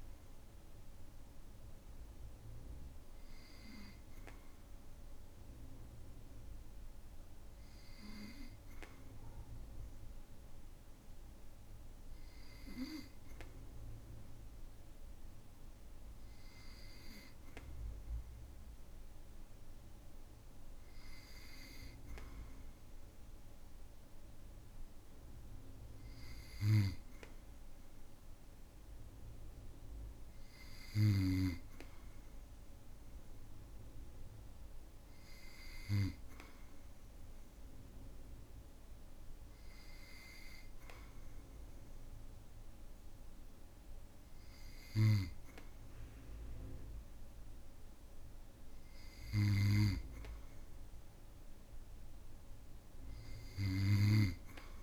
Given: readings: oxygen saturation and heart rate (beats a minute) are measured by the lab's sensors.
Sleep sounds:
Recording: breathing in sleep by a room microphone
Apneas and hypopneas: none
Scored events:
none scored
From the record:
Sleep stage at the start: N2 (light sleep)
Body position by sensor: on the back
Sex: male

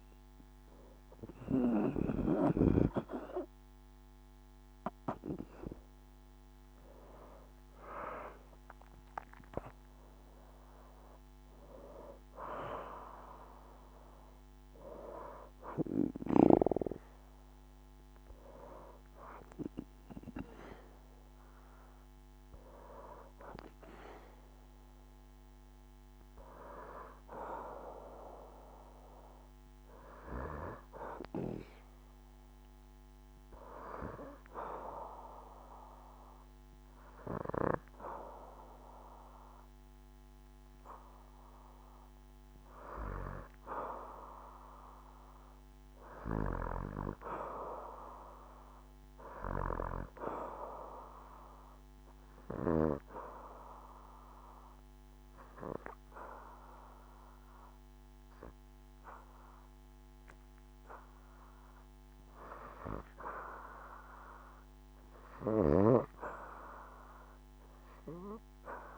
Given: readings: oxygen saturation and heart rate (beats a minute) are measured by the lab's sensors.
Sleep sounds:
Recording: breathing in sleep by a microphone on the trachea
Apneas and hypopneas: 2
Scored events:
0.00-2.00 s: arousal
0.00-20.50 s: oxygen desaturation (device-marked, oxygen 69% lowest, heart rate 72 extreme)
6.00-9.50 s: leg movement (device-marked)
30.00-41.00 s: hypopnea (oxygen 89% before, 79% lowest, heart rate 78 before, 72 extreme, up 1 after)
44.00-48.00 s: arousal
52.00-62.00 s: obstructive apnea (oxygen 93% before, 79% lowest, heart rate 73 before, 72 extreme, up 4 after)
55.50-68.98 s: oxygen desaturation (device-marked, oxygen 92% before, 85% lowest, heart rate 74 before, 72 extreme)
63.50-66.50 s: arousal
From the record:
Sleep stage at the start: REM sleep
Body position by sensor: on the back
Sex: female

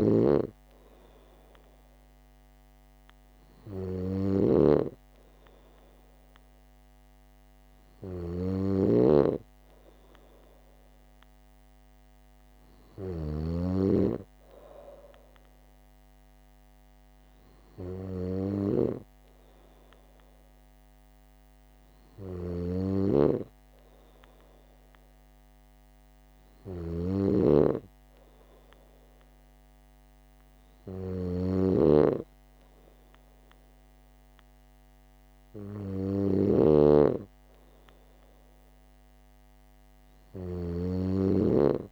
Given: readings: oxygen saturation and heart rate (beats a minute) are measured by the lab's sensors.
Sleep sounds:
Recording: breathing in sleep by a microphone on the trachea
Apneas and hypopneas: none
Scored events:
0.00-13.50 s: snoring (device-marked)
22.50-41.91 s: snoring (device-marked)
From the record:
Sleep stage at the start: N2 (light sleep)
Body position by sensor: on the right side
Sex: female

